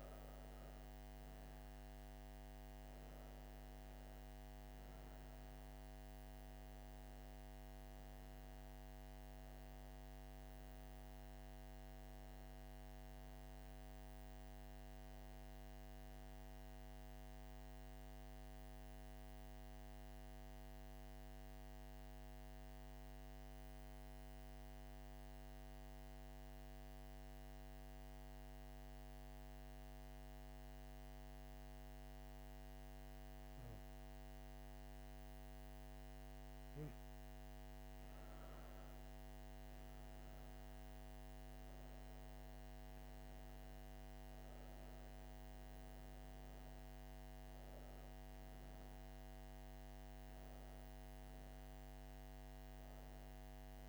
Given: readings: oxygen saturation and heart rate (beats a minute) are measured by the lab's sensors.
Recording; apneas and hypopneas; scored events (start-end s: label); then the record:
breathing in sleep, hard to hear, by a microphone on the trachea; 1
0.00-1.50 s: arousal
0.00-16.00 s: oxygen desaturation (device-marked, oxygen 90% lowest)
18.00-32.00 s: central apnea (oxygen 96% before, 90% lowest)
33.50-37.00 s: arousal
34.00-53.89 s: oxygen desaturation (device-marked, oxygen 97% before, 90% lowest)
From the record:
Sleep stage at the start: N2 (light sleep); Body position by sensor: on the back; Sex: female